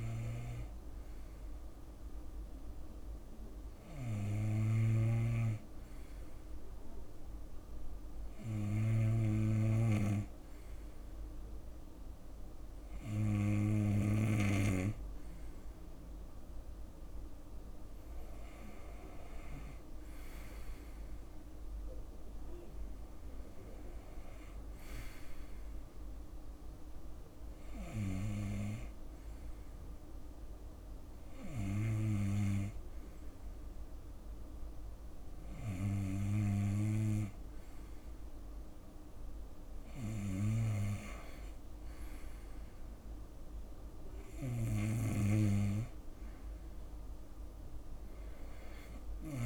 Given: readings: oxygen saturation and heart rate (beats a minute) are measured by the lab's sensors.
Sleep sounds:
breathing in sleep by a room microphone; none
none scored
From the record:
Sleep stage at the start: N2 (light sleep); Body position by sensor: on the right side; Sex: male

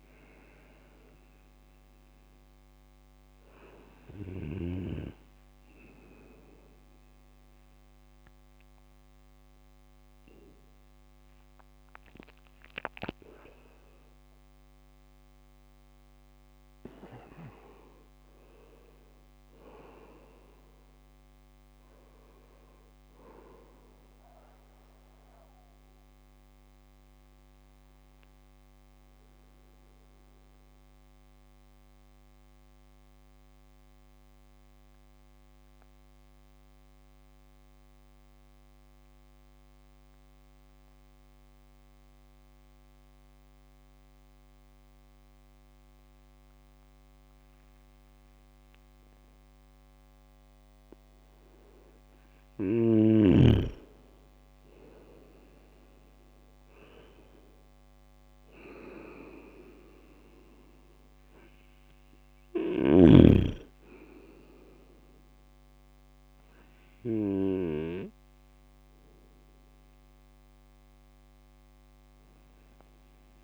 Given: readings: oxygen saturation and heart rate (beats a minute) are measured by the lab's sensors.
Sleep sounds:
breathing in sleep by a microphone on the trachea; 1
26.50-53.00 s: mixed apnea (oxygen 98% before, 97% lowest, heart rate 73 before, 57 extreme, up 5 after)
54.50-58.50 s: arousal
From the record:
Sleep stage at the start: N2 (light sleep); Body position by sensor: on the right side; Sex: male

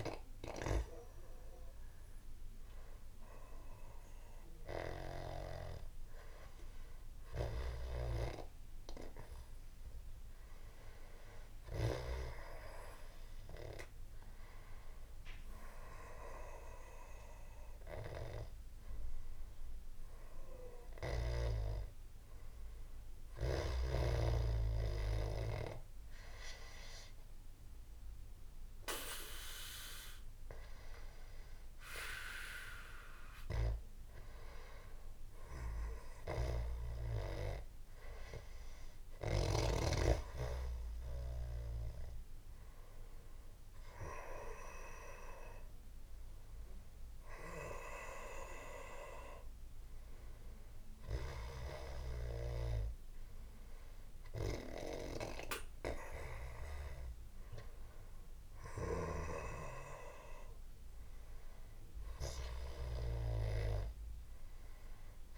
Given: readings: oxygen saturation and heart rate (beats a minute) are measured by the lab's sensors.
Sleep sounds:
breathing in sleep by a room microphone; none
7.50-12.00 s: snoring (device-marked)
53.50-65.37 s: new sleep stage, N2 (light sleep)
54.50-59.50 s: snoring (device-marked)
58.00-62.50 s: arousal
From the record:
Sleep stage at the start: N1 (lightest sleep); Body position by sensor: on the back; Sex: male

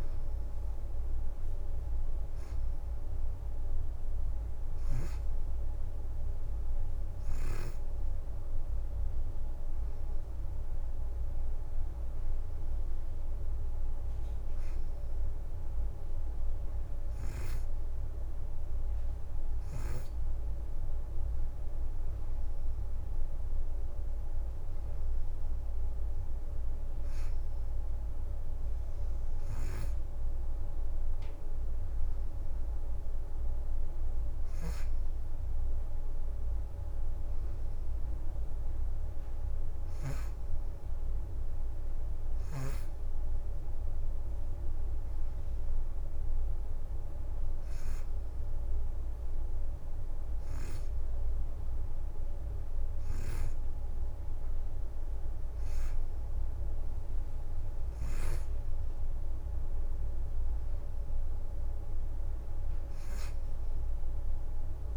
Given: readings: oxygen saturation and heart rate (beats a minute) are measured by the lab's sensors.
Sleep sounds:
breathing in sleep, hard to hear, by a room microphone; none
11.50-13.00 s: leg movement (device-marked)
27.50-35.50 s: leg movement (device-marked)
43.50-46.50 s: leg movement (device-marked)
51.00-57.50 s: leg movement (device-marked)
59.50-64.97 s: leg movement (device-marked)
From the record:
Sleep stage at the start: N2 (light sleep); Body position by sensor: on the back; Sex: female

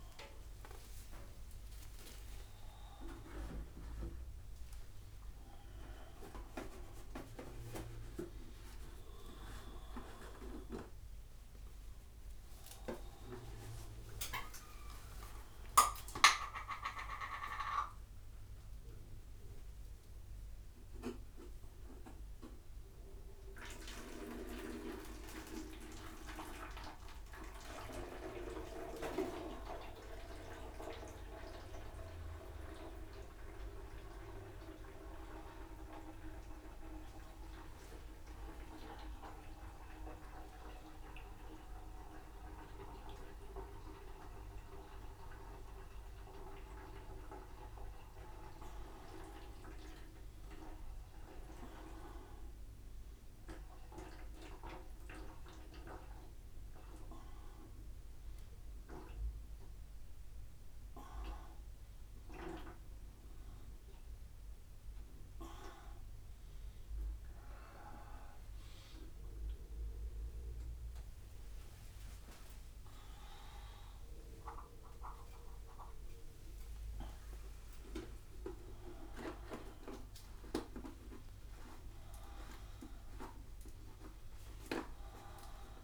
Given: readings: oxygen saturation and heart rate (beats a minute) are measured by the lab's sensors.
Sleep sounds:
a person awake in a sleep study, by a room microphone; none
0.50-2.50 s: long interval between heartbeats (device-marked, heart rate 144 before, 149 extreme)
11.50-21.50 s: oxygen desaturation (device-marked, oxygen 99% before, 96% lowest, heart rate 128 before, 77 extreme)
15.00-17.00 s: long interval between heartbeats (device-marked, heart rate 119 before, 86 extreme)
19.00-21.00 s: long interval between heartbeats (device-marked, heart rate 108 before, 145 extreme)
38.00-40.00 s: long interval between heartbeats (device-marked, heart rate 99 before, 88 extreme)
77.50-79.50 s: long interval between heartbeats (device-marked, heart rate 88 before, 114 extreme)
79.50-81.50 s: long interval between heartbeats (device-marked, heart rate 91 before, 121 extreme)
From the record:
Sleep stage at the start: awake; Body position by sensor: on the front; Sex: male

